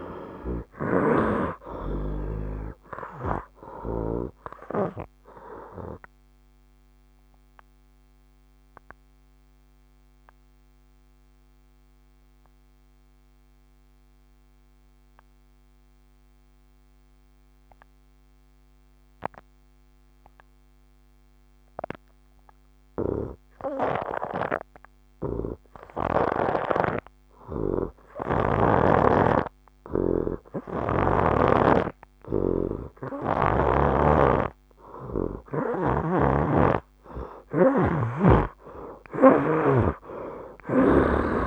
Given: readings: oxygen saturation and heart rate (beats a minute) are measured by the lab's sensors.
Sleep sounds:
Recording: breathing in sleep by a microphone on the trachea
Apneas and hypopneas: 1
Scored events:
0.00-1.00 s: snoring (device-marked)
0.00-27.00 s: oxygen desaturation (device-marked, oxygen 79% lowest, heart rate 64 extreme)
5.00-34.50 s: obstructive apnea (oxygen 97% before, 79% lowest, heart rate 76 before, 64 extreme, up 10 after)
33.00-41.46 s: oxygen desaturation (device-marked, oxygen 96% before, 79% lowest, heart rate 65 before, 64 extreme)
37.00-39.50 s: arousal
From the record:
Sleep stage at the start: N2 (light sleep)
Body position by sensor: on the right side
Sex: male

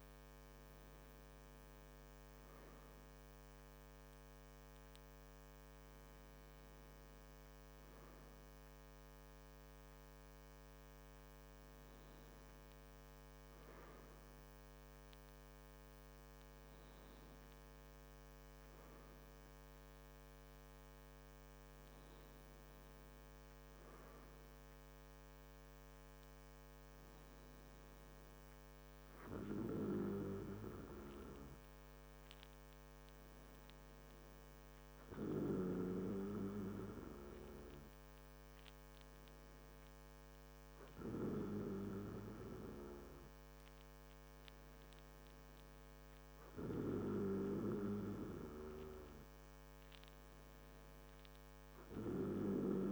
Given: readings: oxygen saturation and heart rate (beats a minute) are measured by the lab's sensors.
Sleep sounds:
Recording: breathing in sleep by a microphone on the trachea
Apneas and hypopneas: none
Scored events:
none scored
From the record:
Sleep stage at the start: N2 (light sleep)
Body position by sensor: on the back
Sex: male

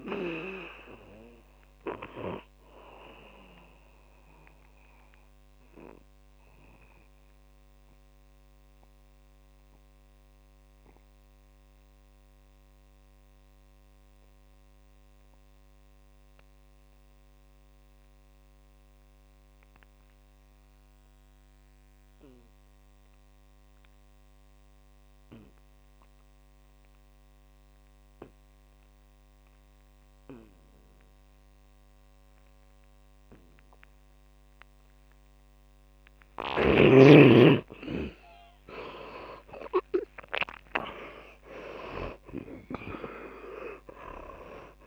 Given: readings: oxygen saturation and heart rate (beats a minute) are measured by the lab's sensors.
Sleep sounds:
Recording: breathing in sleep by a microphone on the trachea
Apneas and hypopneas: 1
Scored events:
0.00-18.00 s: oxygen desaturation (device-marked, oxygen 83% lowest, heart rate 49 extreme)
4.50-35.50 s: mixed apnea (oxygen 100% before, 81% lowest, heart rate 64 before, 49 extreme, up 18 after)
35.00-44.86 s: oxygen desaturation (device-marked, oxygen 100% before, 81% lowest, heart rate 61 before, 52 extreme)
38.00-43.50 s: arousal
From the record:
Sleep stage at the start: N2 (light sleep)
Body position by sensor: on the back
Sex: male

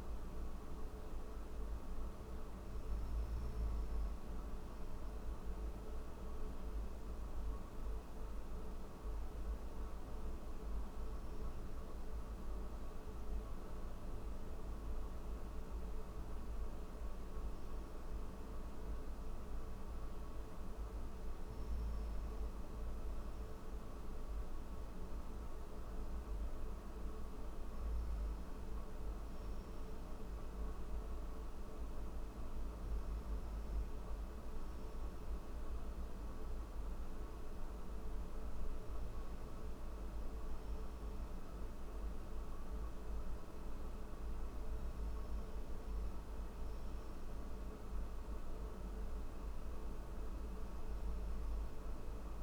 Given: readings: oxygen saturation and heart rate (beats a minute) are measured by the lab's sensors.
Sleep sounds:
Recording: breathing in sleep, hard to hear, by a room microphone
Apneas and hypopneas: none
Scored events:
none scored
From the record:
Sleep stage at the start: N1 (lightest sleep)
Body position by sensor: on the back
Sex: male

